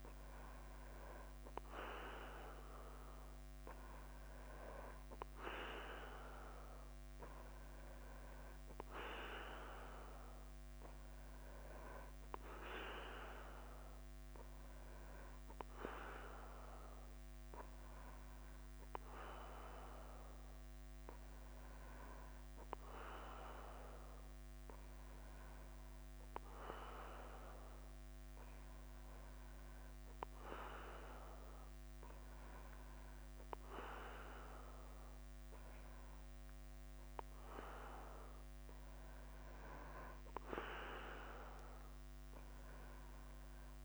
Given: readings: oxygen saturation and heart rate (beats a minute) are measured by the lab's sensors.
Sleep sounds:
breathing in sleep by a microphone on the trachea; none
0.00-43.85 s: bradycardia (device-marked, heart rate 44 extreme)
From the record:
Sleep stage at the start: N3 (deep sleep); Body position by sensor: on the back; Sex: male

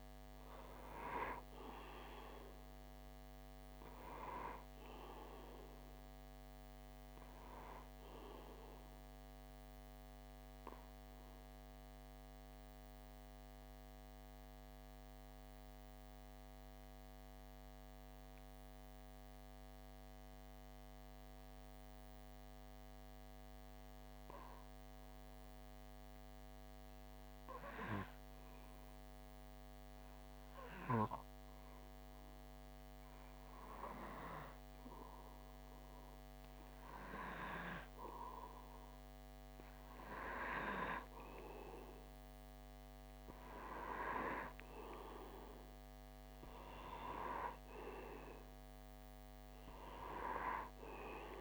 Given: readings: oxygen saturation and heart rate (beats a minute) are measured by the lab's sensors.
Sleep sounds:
breathing in sleep by a microphone on the trachea; 1
0.00-17.50 s: oxygen desaturation (device-marked, oxygen 91% lowest)
8.00-33.00 s: obstructive apnea (oxygen 96% before, 91% lowest)
35.00-38.00 s: arousal
36.50-51.41 s: oxygen desaturation (device-marked, oxygen 97% before, 93% lowest)
From the record:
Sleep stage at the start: N2 (light sleep); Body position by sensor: on the back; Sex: male

